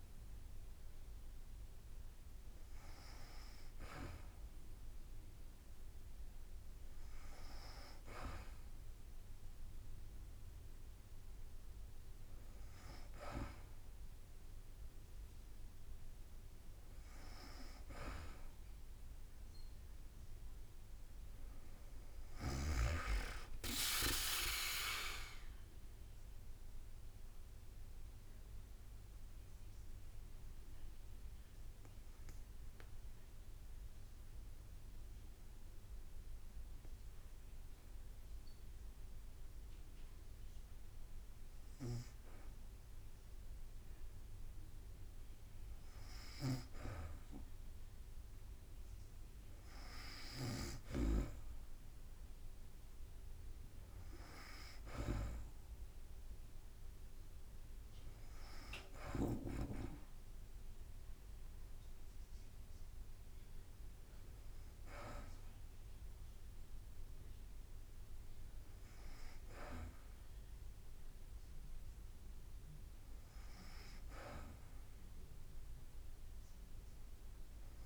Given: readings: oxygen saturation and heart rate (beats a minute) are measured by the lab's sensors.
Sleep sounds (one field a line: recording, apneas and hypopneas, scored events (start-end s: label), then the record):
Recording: breathing in sleep by a room microphone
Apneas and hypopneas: 1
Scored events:
7.50-16.50 s: drop in pulse transit time (device-marked, heart rate 52 before, 53 extreme)
19.00-22.50 s: arousal
25.00-43.00 s: mixed apnea (oxygen 96% before, 93% lowest, heart rate 53 before, 51 extreme, up 2 after)
26.50-39.50 s: drop in pulse transit time (device-marked, heart rate 53 before, 51 extreme)
46.00-50.50 s: snoring (device-marked)
47.00-51.50 s: arousal
56.50-73.50 s: oxygen desaturation (device-marked, oxygen 99% before, 93% lowest, heart rate 52 before, 51 extreme)
From the record:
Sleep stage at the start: N2 (light sleep)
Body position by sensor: on the back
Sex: female